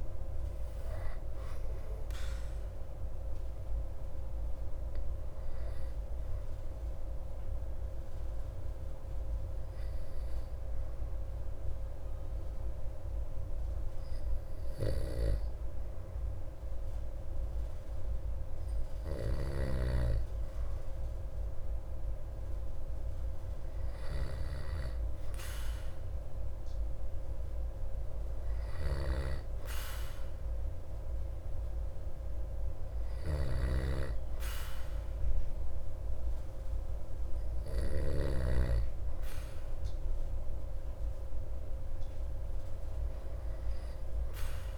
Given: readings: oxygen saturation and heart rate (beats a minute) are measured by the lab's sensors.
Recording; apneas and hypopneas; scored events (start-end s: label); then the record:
breathing in sleep by a room microphone; 1
9.50-20.00 s: hypopnea (oxygen 95% before, 95% lowest)
22.50-27.00 s: arousal
33.00-38.50 s: snoring (device-marked)
From the record:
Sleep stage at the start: N2 (light sleep); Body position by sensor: on the back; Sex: male